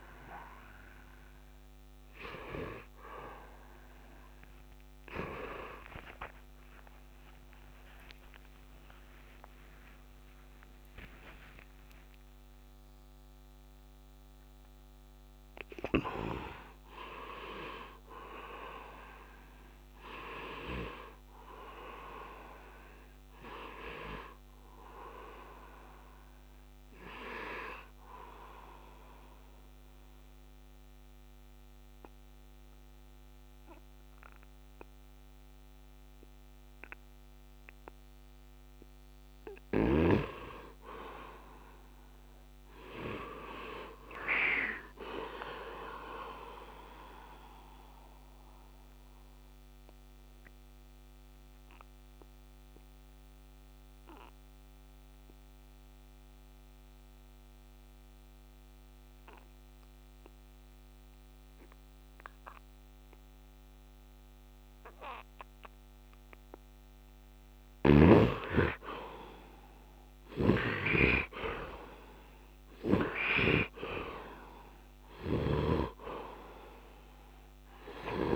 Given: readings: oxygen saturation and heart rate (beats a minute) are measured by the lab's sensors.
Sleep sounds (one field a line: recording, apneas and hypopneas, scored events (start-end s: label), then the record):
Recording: breathing in sleep by a microphone on the trachea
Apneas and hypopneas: 2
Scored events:
6.00-13.50 s: arousal
15.00-39.00 s: bradycardia (device-marked)
18.00-78.35 s: new sleep stage, N2 (light sleep)
27.50-40.00 s: hypopnea (oxygen 98% before, 80% lowest)
29.00-38.00 s: oxygen desaturation (device-marked, oxygen 97% before, 93% lowest)
41.50-45.50 s: arousal
45.00-68.00 s: oxygen desaturation (device-marked, oxygen 98% before, 90% lowest)
47.50-66.50 s: hypopnea (oxygen 98% before, 80% lowest)
69.00-73.00 s: arousal
69.00-78.35 s: bradycardia (device-marked)
69.50-73.00 s: snoring (device-marked)
73.00-78.35 s: oxygen desaturation (device-marked, oxygen 99% before, 80% lowest)
From the record:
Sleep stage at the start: N1 (lightest sleep)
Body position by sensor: on the right side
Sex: male